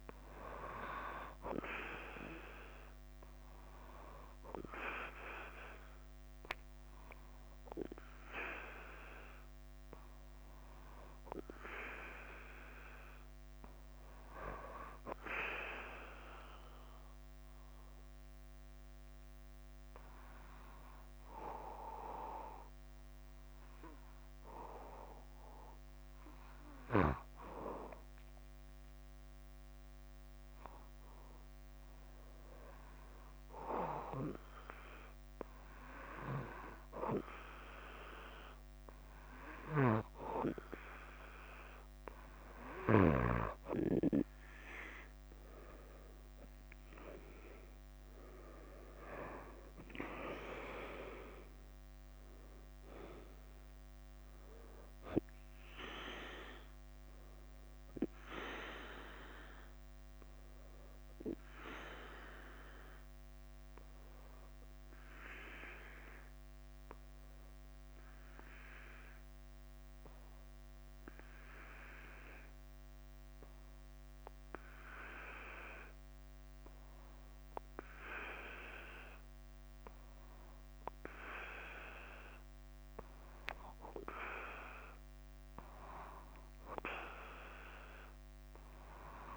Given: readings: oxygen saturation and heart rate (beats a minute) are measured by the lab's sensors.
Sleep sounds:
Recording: breathing in sleep by a microphone on the trachea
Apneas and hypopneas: 2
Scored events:
0.00-15.50 s: oxygen desaturation (device-marked, oxygen 93% lowest, heart rate 50 extreme)
0.00-47.50 s: bradycardia (device-marked, heart rate 44 extreme)
15.00-40.00 s: obstructive apnea (oxygen 98% before, 93% lowest, heart rate 52 before, 50 extreme, up 3 after)
45.50-50.00 s: arousal
49.50-51.50 s: bradycardia (device-marked, heart rate 52 before, 55 extreme)
52.50-89.37 s: bradycardia (device-marked, heart rate 52 before, 50 extreme)
61.50-80.00 s: hypopnea (oxygen 97% before, 93% lowest, heart rate 55 before, 51 extreme, up 1 after)
74.50-87.50 s: oxygen desaturation (device-marked, oxygen 96% before, 93% lowest, heart rate 53 before, 51 extreme)
83.50-87.50 s: arousal
From the record:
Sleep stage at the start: N2 (light sleep)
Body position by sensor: on the back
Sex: male

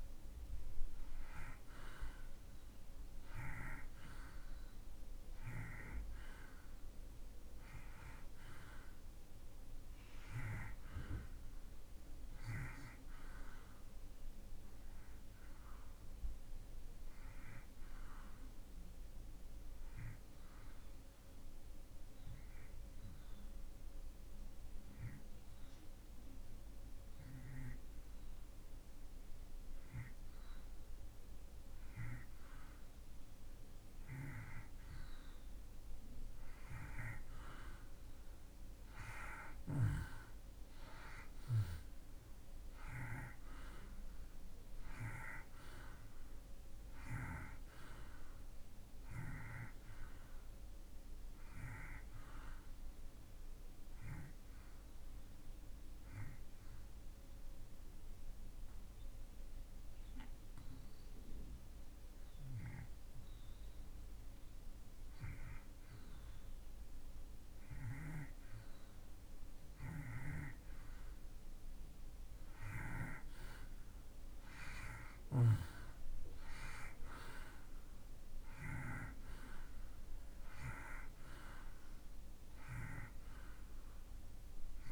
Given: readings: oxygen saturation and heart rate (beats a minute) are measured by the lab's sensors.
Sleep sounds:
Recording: breathing in sleep by a room microphone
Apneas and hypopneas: 2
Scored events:
0.00-27.50 s: oxygen desaturation (device-marked, oxygen 85% lowest)
16.00-33.00 s: hypopnea (oxygen 93% before, 86% lowest)
35.00-39.00 s: arousal
42.50-65.50 s: oxygen desaturation (device-marked, oxygen 92% before, 86% lowest)
53.50-70.50 s: hypopnea (oxygen 93% before, 86% lowest)
73.50-78.00 s: arousal
81.50-84.92 s: oxygen desaturation (device-marked, oxygen 93% before, 86% lowest)
From the record:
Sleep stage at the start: N2 (light sleep)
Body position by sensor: on the back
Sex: male

